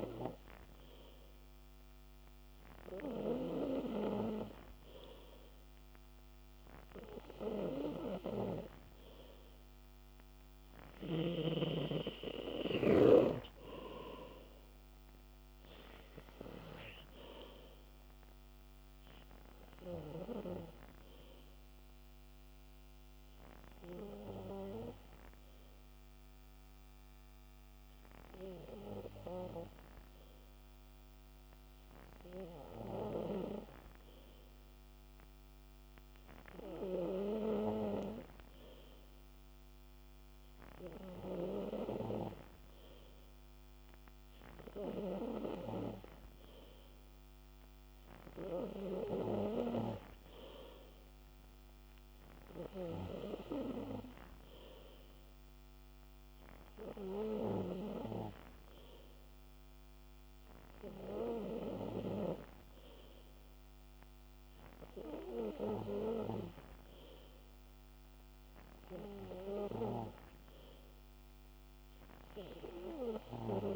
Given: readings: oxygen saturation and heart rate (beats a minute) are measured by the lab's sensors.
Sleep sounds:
breathing in sleep by a microphone on the trachea; none
none scored
From the record:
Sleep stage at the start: N3 (deep sleep); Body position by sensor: on the back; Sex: male

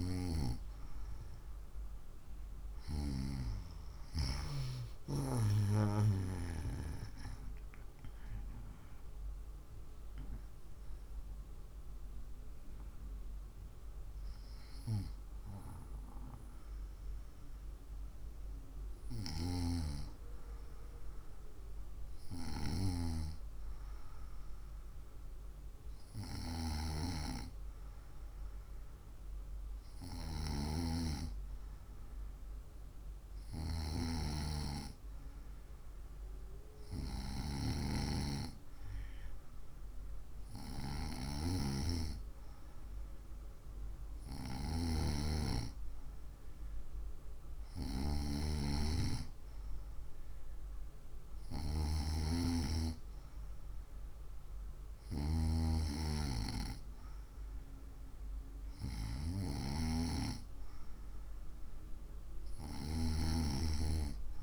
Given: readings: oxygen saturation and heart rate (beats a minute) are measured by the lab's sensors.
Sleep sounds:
breathing in sleep by a room microphone; none
7.50-11.50 s: arousal
From the record:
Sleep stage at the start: N2 (light sleep); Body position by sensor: on the right side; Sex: female

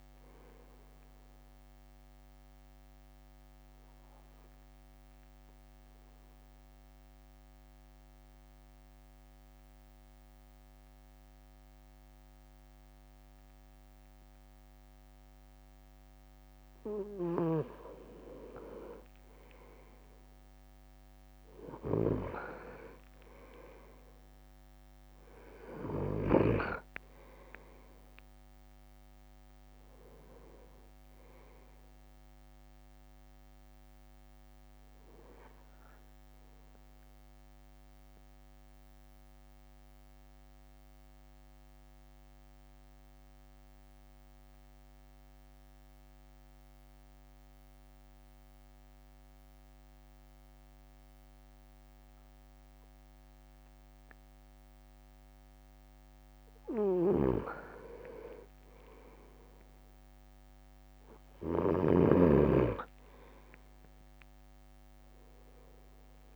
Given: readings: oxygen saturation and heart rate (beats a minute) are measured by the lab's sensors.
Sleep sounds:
breathing in sleep by a microphone on the trachea; 2
0.00-1.50 s: arousal
4.00-17.00 s: obstructive apnea (oxygen 98% before, 96% lowest)
17.00-26.50 s: snoring (device-marked)
18.00-19.50 s: leg movement (device-marked)
19.50-24.50 s: arousal
27.50-30.50 s: leg movement (device-marked)
37.00-55.50 s: mixed apnea (oxygen 99% before, 96% lowest)
61.50-66.00 s: arousal
From the record:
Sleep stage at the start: N2 (light sleep); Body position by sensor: on the right side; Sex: male

